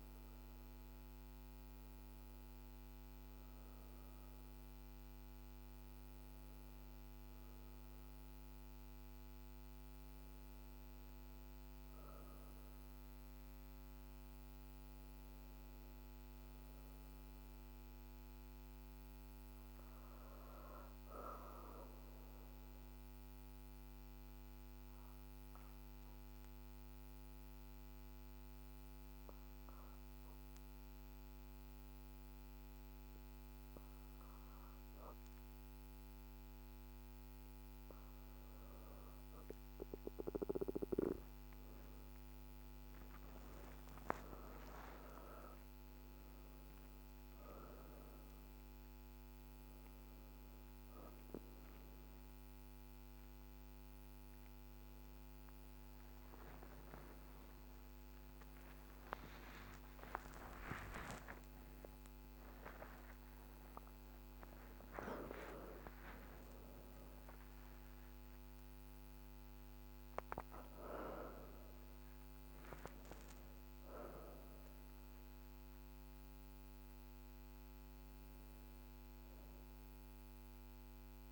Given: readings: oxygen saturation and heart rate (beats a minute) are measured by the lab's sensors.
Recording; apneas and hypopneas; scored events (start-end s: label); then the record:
breathing in sleep by a microphone on the trachea; 1
0.00-6.00 s: oxygen desaturation (device-marked, oxygen 91% lowest, heart rate 49 extreme)
16.00-20.00 s: arousal
22.00-37.00 s: obstructive apnea (oxygen 98% before, 89% lowest, heart rate 51 before, 46 extreme, up 22 after)
35.00-64.00 s: oxygen desaturation (device-marked, oxygen 98% before, 89% lowest)
39.50-43.50 s: arousal
59.00-63.50 s: arousal
From the record:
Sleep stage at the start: N2 (light sleep); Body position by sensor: on the back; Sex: female